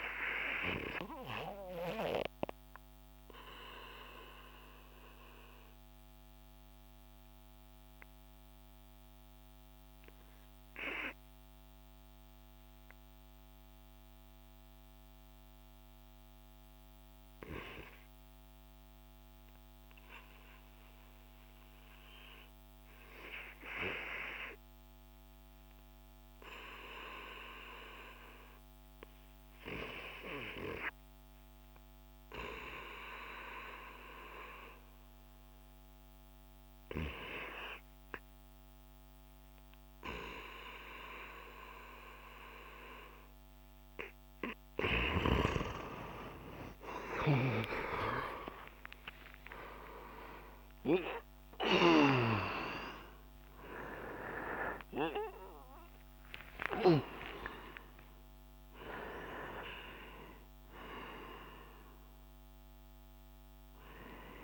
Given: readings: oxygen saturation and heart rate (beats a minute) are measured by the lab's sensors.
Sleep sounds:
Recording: breathing in sleep by a microphone on the trachea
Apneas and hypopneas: 1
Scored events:
0.00-24.00 s: oxygen desaturation (device-marked, oxygen 86% lowest)
4.00-27.50 s: obstructive apnea (oxygen 96% before, 83% lowest)
29.00-32.50 s: arousal
31.00-45.00 s: oxygen desaturation (device-marked, oxygen 89% before, 84% lowest)
45.00-64.44 s: new sleep stage, N1 (lightest sleep)
47.50-55.50 s: arousal
51.00-56.50 s: snoring (device-marked)
From the record:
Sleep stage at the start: REM sleep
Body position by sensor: on the back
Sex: male

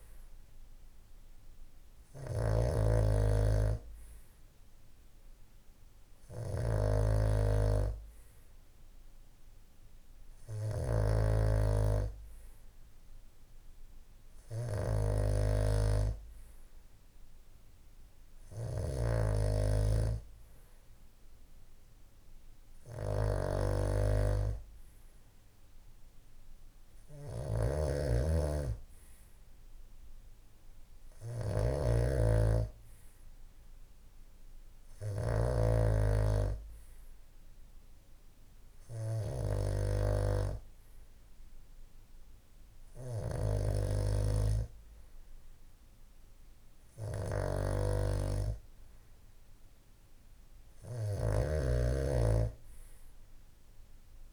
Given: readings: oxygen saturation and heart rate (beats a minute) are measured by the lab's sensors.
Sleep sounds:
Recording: breathing in sleep by a room microphone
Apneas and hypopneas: none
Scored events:
0.00-35.00 s: snoring (device-marked)
43.00-54.33 s: snoring (device-marked)
From the record:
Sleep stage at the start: N2 (light sleep)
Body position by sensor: on the back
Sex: male

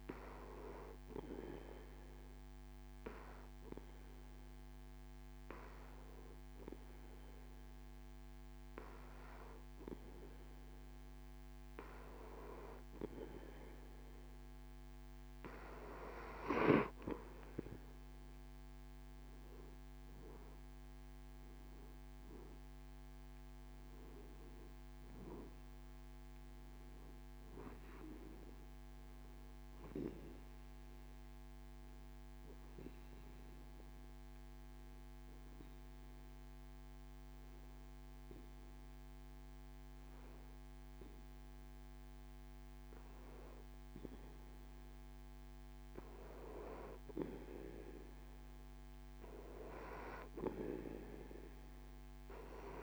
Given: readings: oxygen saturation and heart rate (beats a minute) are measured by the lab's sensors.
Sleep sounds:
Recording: breathing in sleep by a microphone on the trachea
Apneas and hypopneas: 1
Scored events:
29.50-52.83 s: new sleep stage, N2 (light sleep)
33.00-45.50 s: obstructive apnea (oxygen 92% before, 91% lowest)
From the record:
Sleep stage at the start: N3 (deep sleep)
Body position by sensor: on the back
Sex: male

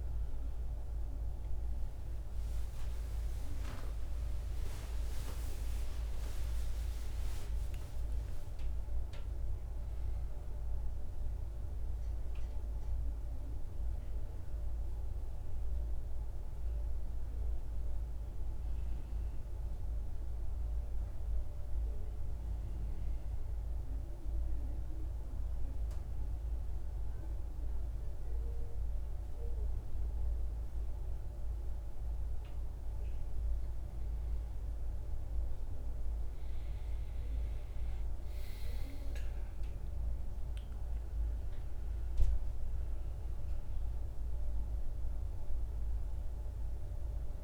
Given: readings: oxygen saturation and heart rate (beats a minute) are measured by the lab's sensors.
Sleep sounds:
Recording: breathing in sleep, hard to hear, by a room microphone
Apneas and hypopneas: none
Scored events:
0.00-8.00 s: oxygen desaturation (device-marked, oxygen 91% lowest, heart rate 56 extreme)
6.00-47.44 s: new sleep stage, N2 (light sleep)
6.50-10.50 s: arousal
38.00-47.44 s: oxygen desaturation (device-marked, oxygen 96% before, 90% lowest, heart rate 58 before, 56 extreme)
From the record:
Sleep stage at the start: N1 (lightest sleep)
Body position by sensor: on the back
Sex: male

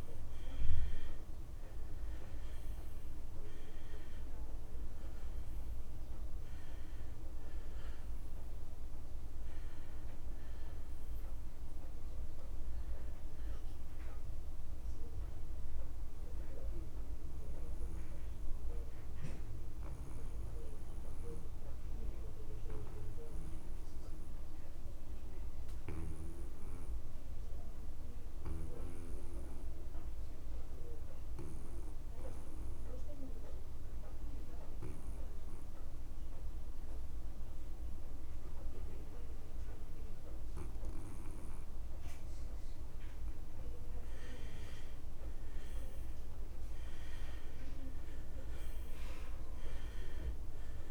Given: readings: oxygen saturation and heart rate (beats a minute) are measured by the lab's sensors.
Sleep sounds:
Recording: breathing in sleep by a room microphone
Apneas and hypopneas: 1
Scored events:
0.00-28.50 s: oxygen desaturation (device-marked, oxygen 75% lowest)
16.00-43.50 s: obstructive apnea (oxygen 92% before, 75% lowest)
45.50-49.00 s: arousal
45.50-50.91 s: oxygen desaturation (device-marked, oxygen 99% before, 83% lowest)
49.00-50.91 s: long interval between heartbeats (device-marked)
From the record:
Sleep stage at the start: N2 (light sleep)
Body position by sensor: on the back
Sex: male

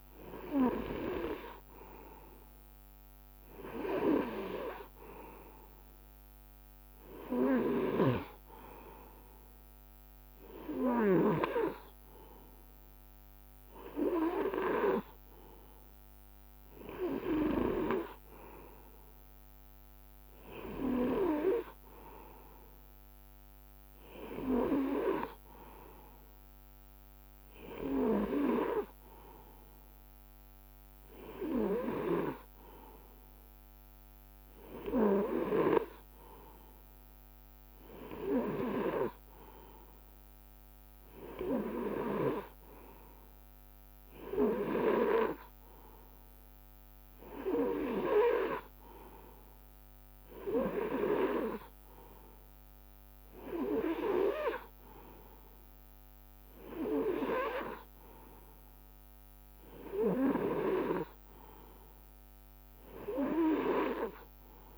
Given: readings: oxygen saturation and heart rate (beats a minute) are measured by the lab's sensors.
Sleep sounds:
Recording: breathing in sleep by a microphone on the trachea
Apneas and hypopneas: none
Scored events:
none scored
From the record:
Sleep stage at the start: N2 (light sleep)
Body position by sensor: on the right side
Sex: male

